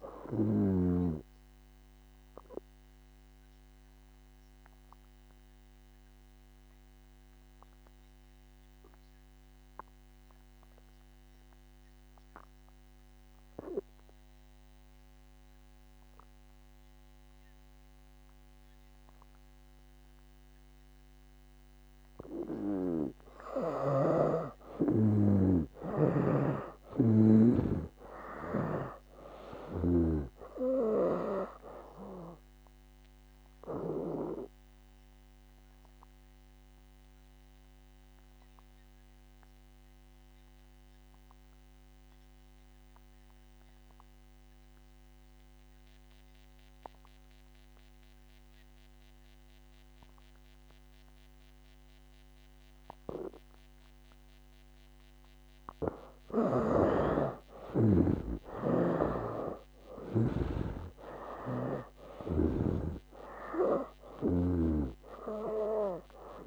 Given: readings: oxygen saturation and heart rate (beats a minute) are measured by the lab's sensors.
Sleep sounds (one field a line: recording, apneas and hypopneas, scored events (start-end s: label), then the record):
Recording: breathing in sleep by a microphone on the trachea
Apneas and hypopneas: 2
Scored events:
0.00-1.50 s: snoring (device-marked)
0.00-16.50 s: oxygen desaturation (device-marked, oxygen 81% lowest, heart rate 68 extreme)
2.50-23.50 s: obstructive apnea (oxygen 97% before, 78% lowest, heart rate 69 before, 67 extreme, up 4 after)
23.50-48.50 s: oxygen desaturation (device-marked, oxygen 98% before, 83% lowest, heart rate 71 before, 65 extreme)
25.50-29.00 s: arousal
26.50-30.50 s: snoring (device-marked)
34.00-55.50 s: obstructive apnea (oxygen 98% before, 78% lowest, heart rate 70 before, 65 extreme, up 6 after)
57.00-65.00 s: snoring (device-marked)
58.00-61.50 s: arousal
61.50-66.47 s: oxygen desaturation (device-marked, oxygen 97% before, 78% lowest, heart rate 67 before, 66 extreme)
From the record:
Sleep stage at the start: N2 (light sleep)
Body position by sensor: on the back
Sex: male